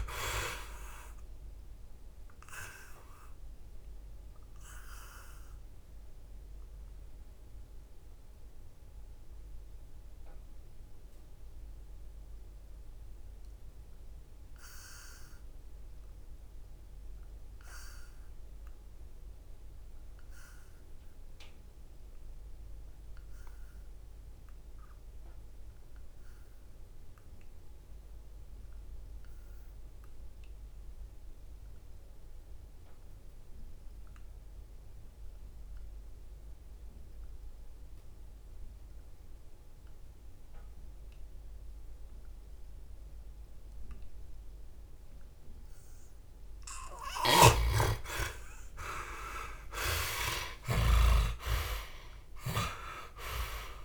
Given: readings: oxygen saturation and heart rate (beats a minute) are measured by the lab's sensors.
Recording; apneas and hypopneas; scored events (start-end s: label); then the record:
breathing in sleep by a room microphone; 1
0.00-1.00 s: oxygen desaturation (device-marked, oxygen 58% lowest, heart rate 68 extreme)
2.50-45.50 s: obstructive apnea (oxygen 75% before, 49% lowest, heart rate 76 before, 63 extreme, up 24 after)
10.00-17.00 s: oxygen desaturation (device-marked, oxygen 59% before, 49% lowest, heart rate 80 before, 68 extreme)
43.00-53.85 s: oxygen desaturation (device-marked, oxygen 70% before, 54% lowest, heart rate 72 before, 63 extreme)
46.50-50.50 s: snoring (device-marked)
47.50-50.50 s: arousal
From the record:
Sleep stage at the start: N2 (light sleep); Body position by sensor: on the back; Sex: male